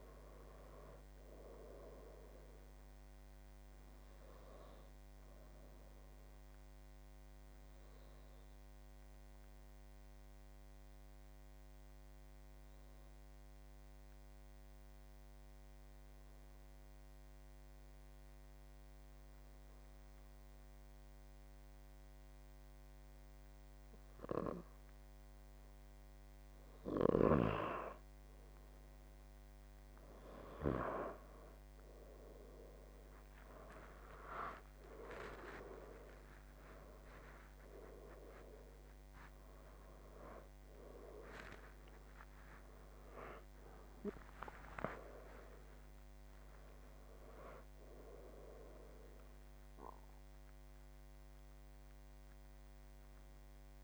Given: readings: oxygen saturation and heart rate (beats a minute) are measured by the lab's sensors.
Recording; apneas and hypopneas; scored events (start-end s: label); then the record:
breathing in sleep by a microphone on the trachea; 1
0.00-4.50 s: oxygen desaturation (device-marked, oxygen 91% lowest, heart rate 63 extreme)
7.00-26.00 s: obstructive apnea (oxygen 97% before, 91% lowest, heart rate 85 before, 64 extreme, up 17 after)
34.50-42.00 s: arousal
34.50-53.84 s: oxygen desaturation (device-marked, oxygen 98% before, 91% lowest, heart rate 73 before, 64 extreme)
From the record:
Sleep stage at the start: N2 (light sleep); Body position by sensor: on the left side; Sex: male